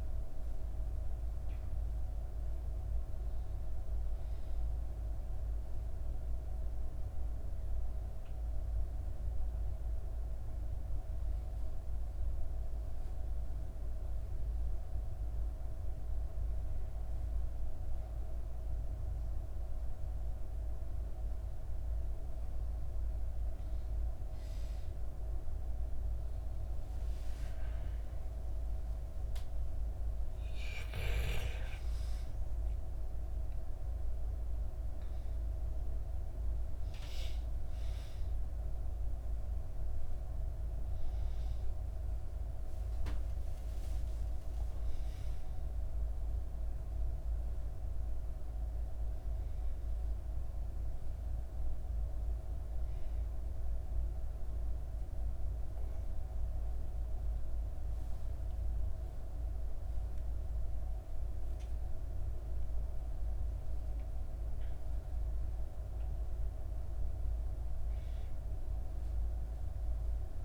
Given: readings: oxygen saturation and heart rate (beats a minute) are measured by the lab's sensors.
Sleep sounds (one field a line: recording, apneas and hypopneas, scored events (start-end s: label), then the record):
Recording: breathing in sleep, hard to hear, by a room microphone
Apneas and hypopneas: 2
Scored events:
0.00-15.00 s: oxygen desaturation (device-marked, oxygen 91% lowest, heart rate 63 extreme)
8.50-21.50 s: hypopnea (oxygen 96% before, 94% lowest, heart rate 67 before, 63 extreme, up 6 after)
26.00-31.00 s: arousal
30.50-32.50 s: long interval between heartbeats (device-marked, heart rate 65 before, 79 extreme)
52.50-65.50 s: obstructive apnea (oxygen 99% before, 93% lowest, heart rate 70 before, 61 extreme, up 1 after)
67.50-70.45 s: arousal
From the record:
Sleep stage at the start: N1 (lightest sleep)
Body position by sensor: on the back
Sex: female